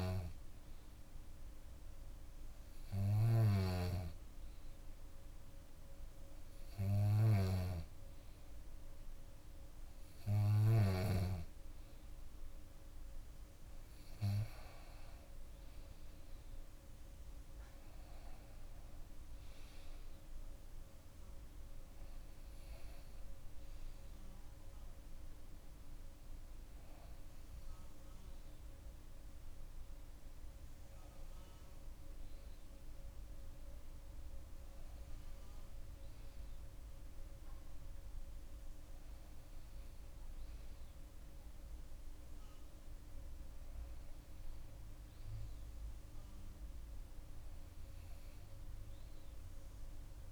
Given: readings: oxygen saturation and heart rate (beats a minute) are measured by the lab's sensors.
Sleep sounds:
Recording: breathing in sleep by a room microphone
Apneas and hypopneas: none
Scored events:
21.50-29.50 s: bradycardia (device-marked, heart rate 63 before, 57 extreme)
34.50-41.50 s: bradycardia (device-marked, heart rate 63 before, 59 extreme)
From the record:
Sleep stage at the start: N2 (light sleep)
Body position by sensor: on the back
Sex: female

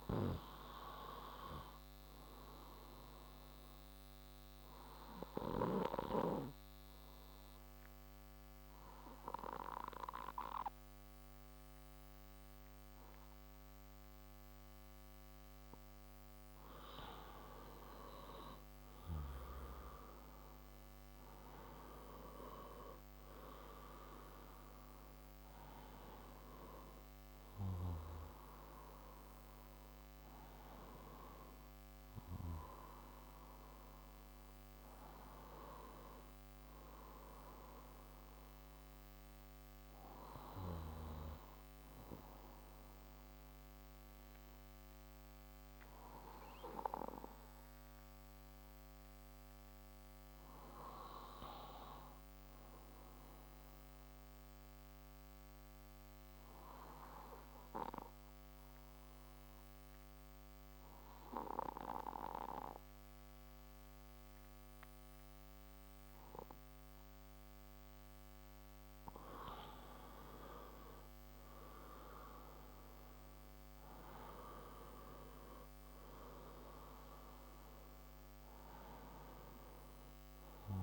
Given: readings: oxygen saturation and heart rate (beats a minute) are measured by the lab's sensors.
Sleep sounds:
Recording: breathing in sleep by a microphone on the trachea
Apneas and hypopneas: 2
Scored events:
3.00-17.00 s: obstructive apnea (oxygen 95% before, 90% lowest)
19.50-25.00 s: arousal
29.00-44.00 s: oxygen desaturation (device-marked, oxygen 93% before, 90% lowest)
48.00-51.50 s: arousal
54.00-69.00 s: obstructive apnea (oxygen 96% before, 91% lowest)
71.00-75.00 s: arousal
76.00-80.83 s: oxygen desaturation (device-marked, oxygen 95% before, 91% lowest)
From the record:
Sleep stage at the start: N2 (light sleep)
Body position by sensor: on the left side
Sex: male

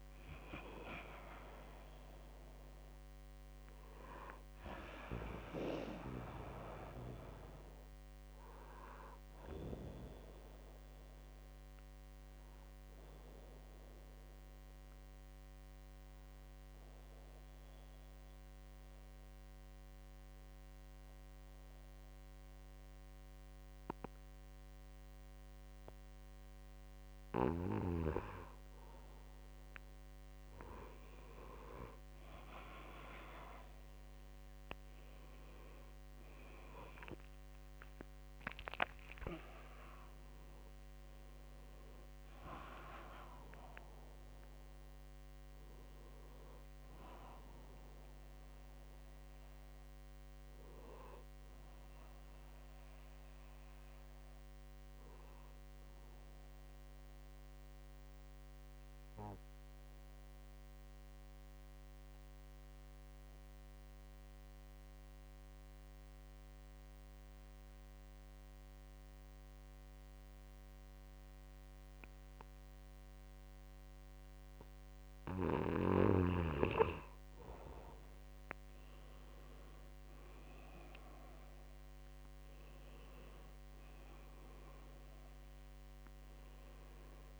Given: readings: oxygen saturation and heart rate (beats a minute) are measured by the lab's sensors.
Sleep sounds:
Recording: breathing in sleep by a microphone on the trachea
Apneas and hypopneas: 2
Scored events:
14.00-28.50 s: obstructive apnea (oxygen 98% before, 95% lowest, heart rate 64 before, 63 extreme, up 2 after)
30.50-35.50 s: arousal
58.00-75.50 s: obstructive apnea (oxygen 98% before, 94% lowest, heart rate 67 before, 61 extreme, up 1 after)
78.00-82.00 s: arousal
79.00-87.40 s: oxygen desaturation (device-marked, oxygen 98% before, 95% lowest, heart rate 64 before, 63 extreme)
From the record:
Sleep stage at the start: N2 (light sleep)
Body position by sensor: on the right side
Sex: male

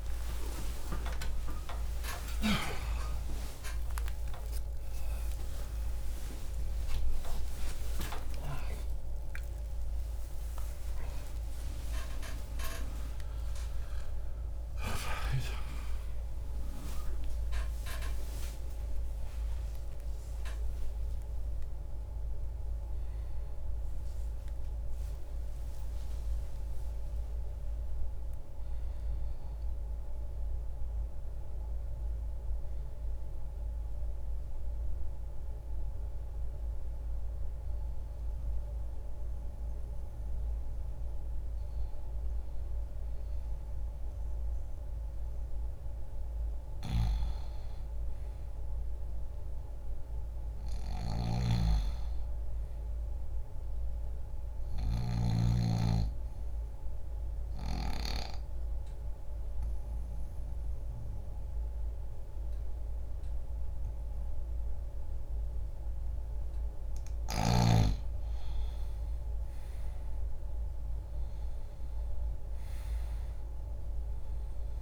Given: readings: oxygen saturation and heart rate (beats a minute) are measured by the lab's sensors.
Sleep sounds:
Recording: a person partly awake in a sleep study, by a room microphone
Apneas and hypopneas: 1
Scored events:
0.00-9.50 s: oxygen desaturation (device-marked, oxygen 89% lowest, heart rate 40 extreme)
21.50-35.50 s: oxygen desaturation (device-marked, oxygen 93% before, 88% lowest, heart rate 142 before, 40 extreme)
27.50-74.82 s: new sleep stage, N1 (lightest sleep)
50.50-55.00 s: snoring (device-marked)
51.50-71.50 s: oxygen desaturation (device-marked, oxygen 99% before, 92% lowest, heart rate 61 before, 59 extreme)
56.00-67.00 s: obstructive apnea (oxygen 100% before, 83% lowest, heart rate 63 before, 59 extreme, up 1 after)
73.50-74.82 s: oxygen desaturation (device-marked, oxygen 93% before, 83% lowest, heart rate 60 before, 60 extreme)
From the record:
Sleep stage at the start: awake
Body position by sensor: on the back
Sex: male

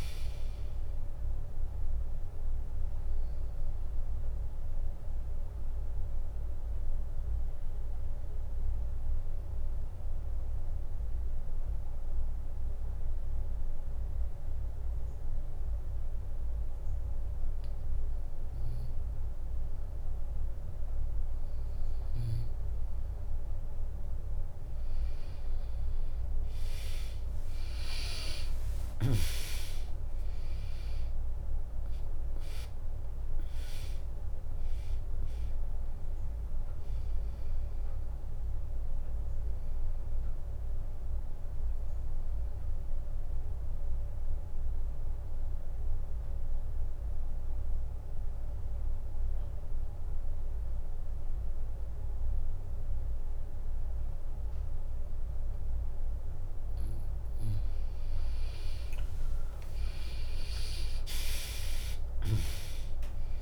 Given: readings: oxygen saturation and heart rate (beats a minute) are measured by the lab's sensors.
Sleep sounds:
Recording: breathing in sleep by a room microphone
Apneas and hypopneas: 2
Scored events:
0.00-4.00 s: drop in pulse transit time (device-marked, heart rate 62 extreme)
0.00-19.00 s: oxygen desaturation (device-marked, oxygen 94% lowest, heart rate 59 extreme)
3.00-21.50 s: mixed apnea (oxygen 99% before, 94% lowest, heart rate 67 before, 59 extreme)
21.00-23.00 s: bradycardia (device-marked, heart rate 65 before, 65 extreme)
26.50-32.00 s: arousal
29.00-40.00 s: drop in pulse transit time (device-marked, heart rate 68 before, 60 extreme)
34.00-53.00 s: oxygen desaturation (device-marked, oxygen 99% before, 95% lowest, heart rate 66 before, 62 extreme)
41.00-57.50 s: mixed apnea (oxygen 100% before, 94% lowest, heart rate 64 before, 62 extreme)
59.50-63.42 s: arousal
62.00-63.42 s: drop in pulse transit time (device-marked, heart rate 65 before, 62 extreme)
From the record:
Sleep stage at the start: N2 (light sleep)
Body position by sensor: on the back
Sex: female

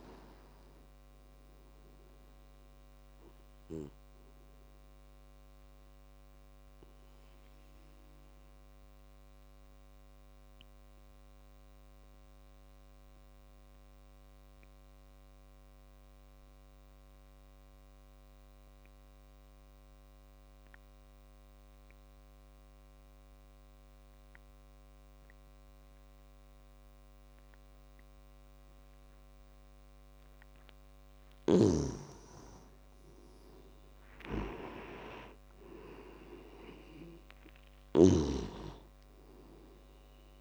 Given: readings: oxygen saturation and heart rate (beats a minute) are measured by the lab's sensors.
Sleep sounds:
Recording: breathing in sleep by a microphone on the trachea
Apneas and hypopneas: 1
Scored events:
0.00-13.50 s: oxygen desaturation (device-marked, oxygen 91% lowest, heart rate 49 extreme)
7.00-30.00 s: obstructive apnea (oxygen 98% before, 88% lowest, heart rate 86 before, 49 extreme, up 23 after)
31.50-40.41 s: oxygen desaturation (device-marked, oxygen 97% before, 88% lowest, heart rate 53 before, 51 extreme)
33.50-38.00 s: arousal
From the record:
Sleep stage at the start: N2 (light sleep)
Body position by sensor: on the back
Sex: male

